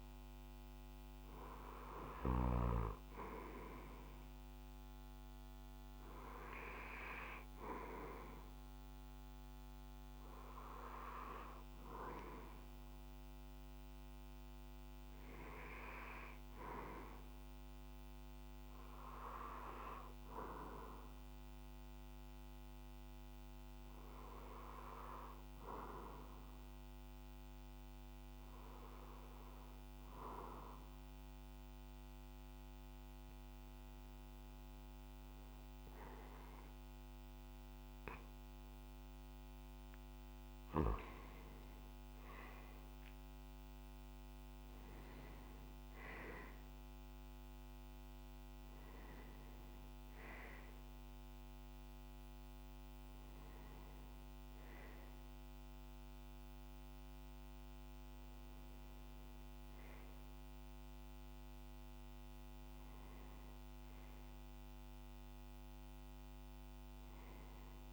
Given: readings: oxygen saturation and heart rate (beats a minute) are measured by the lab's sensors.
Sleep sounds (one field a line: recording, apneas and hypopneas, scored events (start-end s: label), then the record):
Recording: breathing in sleep by a microphone on the trachea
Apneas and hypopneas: 1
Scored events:
0.00-2.50 s: snoring (device-marked)
0.00-3.00 s: arousal
27.50-41.00 s: hypopnea (oxygen 97% before, 95% lowest)
42.50-47.00 s: arousal
From the record:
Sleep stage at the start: N2 (light sleep)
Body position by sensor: on the back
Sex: male